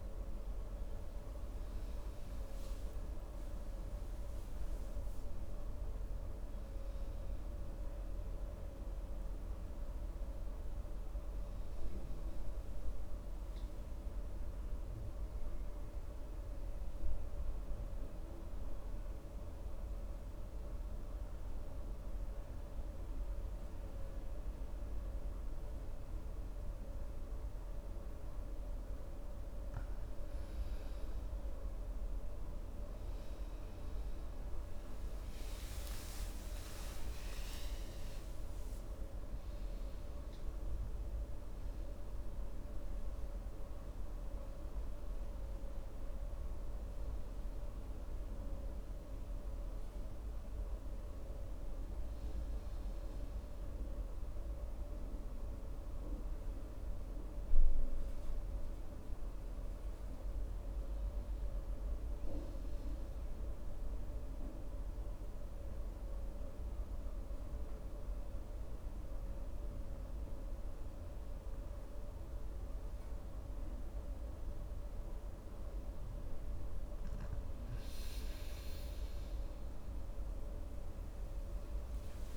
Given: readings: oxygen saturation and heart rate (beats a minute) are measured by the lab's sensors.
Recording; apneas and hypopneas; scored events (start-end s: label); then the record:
breathing in sleep, hard to hear, by a room microphone; 2
13.50-29.50 s: hypopnea (oxygen 97% before, 90% lowest, heart rate 68 before, 65 extreme, up 14 after)
33.50-39.00 s: arousal
58.50-69.50 s: oxygen desaturation (device-marked, oxygen 94% before, 90% lowest, heart rate 74 before, 64 extreme)
63.00-77.00 s: obstructive apnea (oxygen 96% before, 89% lowest, heart rate 69 before, 64 extreme, up 15 after)
75.50-82.37 s: new sleep stage, awake
From the record:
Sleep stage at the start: N2 (light sleep); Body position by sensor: on the right side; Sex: male